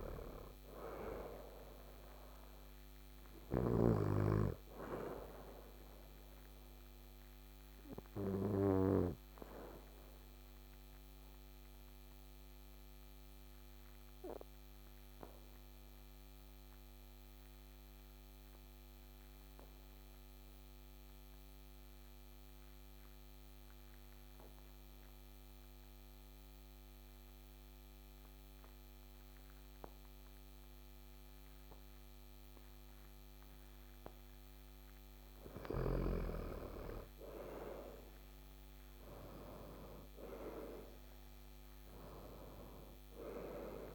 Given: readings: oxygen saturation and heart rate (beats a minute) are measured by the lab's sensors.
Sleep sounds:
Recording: breathing in sleep by a microphone on the trachea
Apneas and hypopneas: 1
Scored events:
0.00-17.00 s: oxygen desaturation (device-marked, oxygen 91% lowest, heart rate 52 extreme)
3.50-33.00 s: obstructive apnea (oxygen 100% before, 89% lowest, heart rate 57 before, 52 extreme, up 8 after)
35.00-43.95 s: oxygen desaturation (device-marked, oxygen 98% before, 89% lowest, heart rate 53 before, 52 extreme)
36.50-41.00 s: arousal
From the record:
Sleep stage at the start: N2 (light sleep)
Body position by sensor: on the back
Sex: male

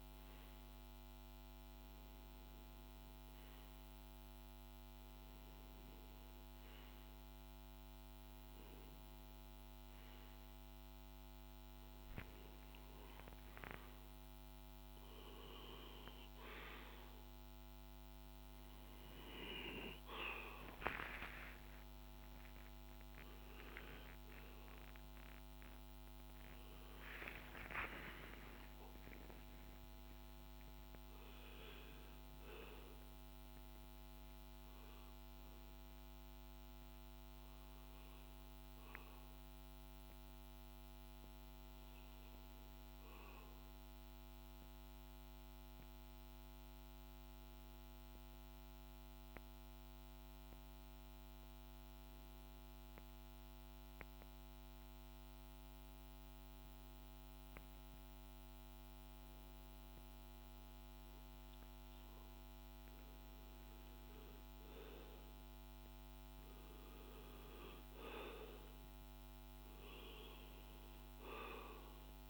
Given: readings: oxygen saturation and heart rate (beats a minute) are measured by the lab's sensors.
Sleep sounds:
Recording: breathing in sleep by a microphone on the trachea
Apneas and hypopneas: none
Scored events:
19.50-25.00 s: arousal
From the record:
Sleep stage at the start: REM sleep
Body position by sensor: on the back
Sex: male

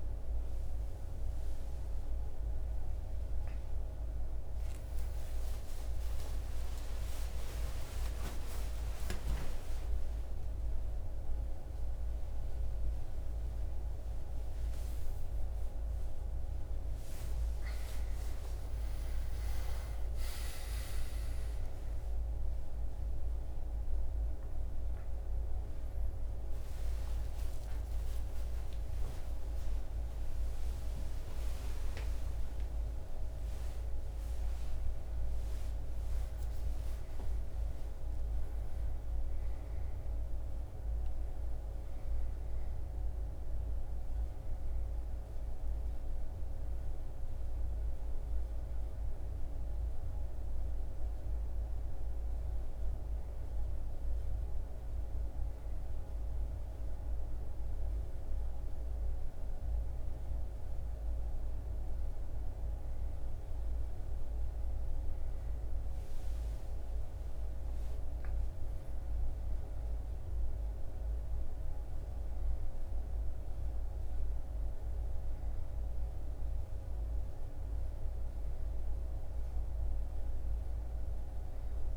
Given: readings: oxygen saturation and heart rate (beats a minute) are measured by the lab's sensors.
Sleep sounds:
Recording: a person partly awake in a sleep study, hard to hear, by a room microphone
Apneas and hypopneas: none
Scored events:
0.00-7.00 s: oxygen desaturation (device-marked, oxygen 93% lowest, heart rate 77 extreme)
9.00-39.00 s: new sleep stage, awake
39.00-81.97 s: new sleep stage, N1 (lightest sleep)
From the record:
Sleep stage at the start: N1 (lightest sleep)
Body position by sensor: on the back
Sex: male

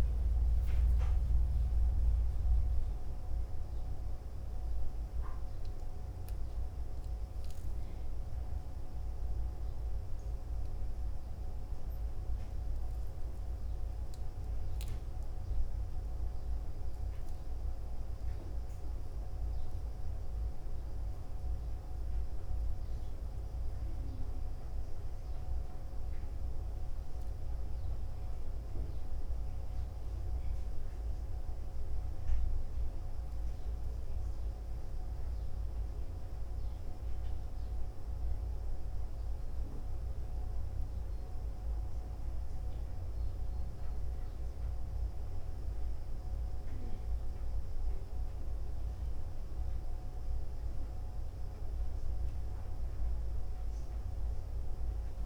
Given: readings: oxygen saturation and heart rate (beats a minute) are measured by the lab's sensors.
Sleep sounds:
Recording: a person awake in a sleep study, hard to hear, by a room microphone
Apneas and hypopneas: none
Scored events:
44.50-49.50 s: oxygen desaturation (device-marked, oxygen 97% before, 94% lowest, heart rate 66 before, 65 extreme)
From the record:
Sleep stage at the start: awake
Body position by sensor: on the back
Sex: male

